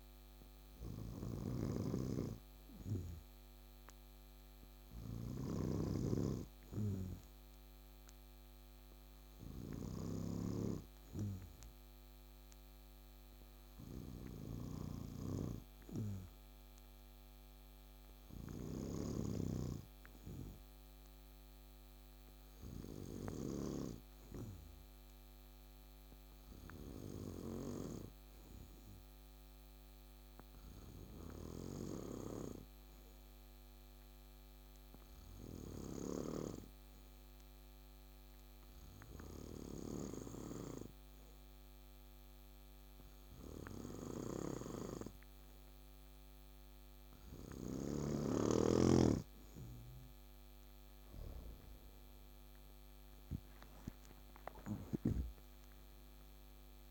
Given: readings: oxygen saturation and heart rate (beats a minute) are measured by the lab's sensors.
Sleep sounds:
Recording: breathing in sleep by a microphone on the trachea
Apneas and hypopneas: 1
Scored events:
1.00-10.00 s: snoring (device-marked)
1.00-49.00 s: obstructive apnea (oxygen 99% before, 91% lowest, heart rate 64 before, 64 extreme, up 12 after)
19.00-23.50 s: snoring (device-marked)
44.50-56.91 s: oxygen desaturation (device-marked, oxygen 97% before, 91% lowest, heart rate 66 before, 64 extreme)
51.00-55.50 s: arousal
From the record:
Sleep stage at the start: N2 (light sleep)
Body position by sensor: on the back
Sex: male

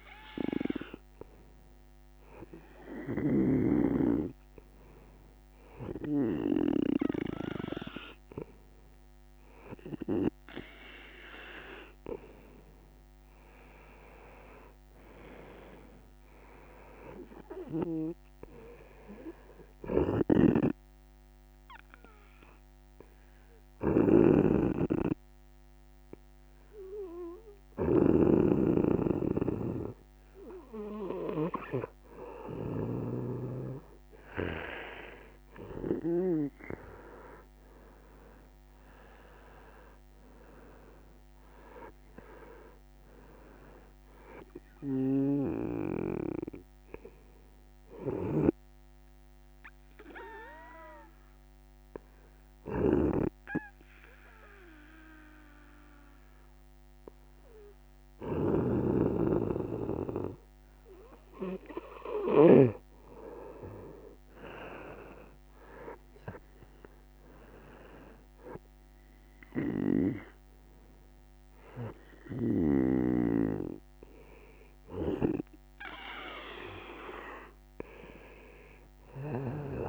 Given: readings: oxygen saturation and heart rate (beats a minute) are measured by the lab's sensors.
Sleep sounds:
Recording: breathing in sleep by a microphone on the trachea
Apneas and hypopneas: 2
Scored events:
0.00-3.50 s: snoring (device-marked)
20.00-32.50 s: obstructive apnea (oxygen 96% before, 93% lowest, heart rate 185 before, 164 extreme, up 48 after)
20.00-33.00 s: snoring (device-marked)
37.00-41.00 s: arousal
43.00-63.00 s: oxygen desaturation (device-marked, oxygen 97% before, 93% lowest, heart rate 182 before, 142 extreme)
45.00-62.50 s: snoring (device-marked)
49.00-61.50 s: obstructive apnea (oxygen 97% before, 93% lowest, heart rate 185 before, 142 extreme)
63.00-67.00 s: arousal
72.00-79.88 s: oxygen desaturation (device-marked, oxygen 97% before, 94% lowest, heart rate 170 before, 150 extreme)
From the record:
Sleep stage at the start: N2 (light sleep)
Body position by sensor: on the right side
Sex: male

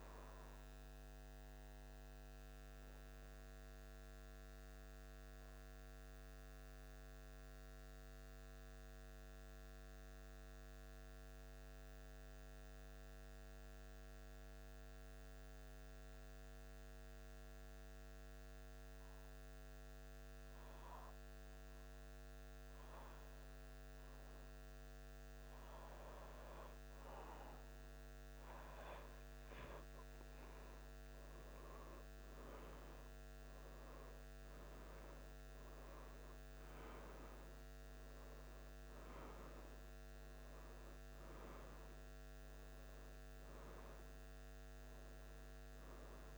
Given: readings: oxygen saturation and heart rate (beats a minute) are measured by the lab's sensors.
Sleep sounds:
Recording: breathing in sleep, hard to hear, by a microphone on the trachea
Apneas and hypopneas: 1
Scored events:
2.50-23.00 s: mixed apnea (oxygen 95% before, 93% lowest, heart rate 76 before, 75 extreme, up 2 after)
29.50-34.50 s: arousal
From the record:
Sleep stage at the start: N2 (light sleep)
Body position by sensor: on the back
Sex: male

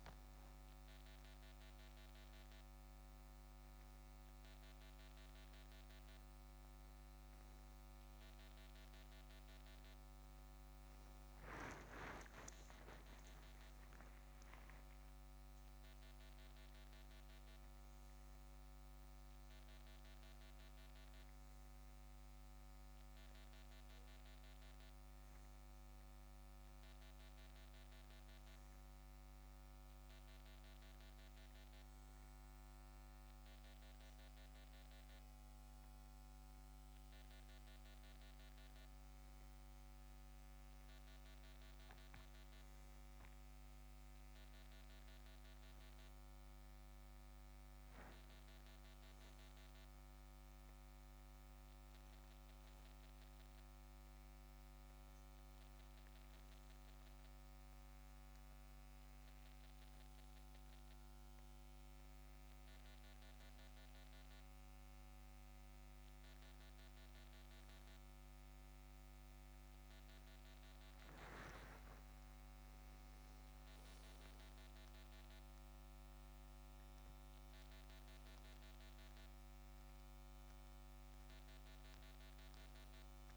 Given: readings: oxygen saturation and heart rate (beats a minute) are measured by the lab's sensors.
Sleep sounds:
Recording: a person partly awake in a sleep study, hard to hear, by a microphone on the trachea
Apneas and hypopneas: none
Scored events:
30.00-83.37 s: new sleep stage, N1 (lightest sleep)
From the record:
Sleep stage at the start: awake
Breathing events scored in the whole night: 206 in 3.5 hours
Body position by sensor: on the back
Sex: male

